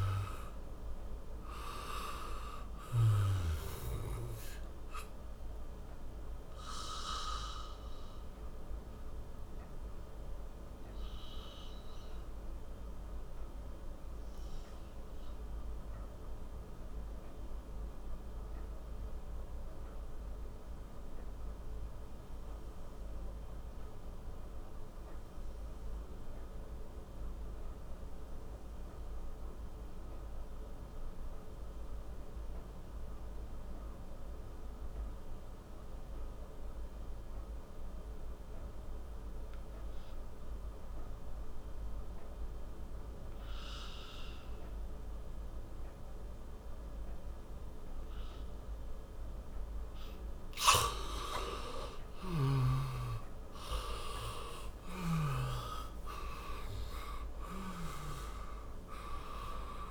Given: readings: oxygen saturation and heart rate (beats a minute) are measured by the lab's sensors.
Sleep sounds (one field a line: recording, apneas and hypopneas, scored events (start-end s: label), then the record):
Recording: breathing in sleep by a room microphone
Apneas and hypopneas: 1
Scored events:
0.00-29.50 s: oxygen desaturation (device-marked, oxygen 87% lowest)
7.00-49.00 s: obstructive apnea (oxygen 98% before, 85% lowest, heart rate 50 before, 31 extreme, up 6 after)
51.00-56.50 s: arousal
From the record:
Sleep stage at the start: N2 (light sleep)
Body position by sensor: on the back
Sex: male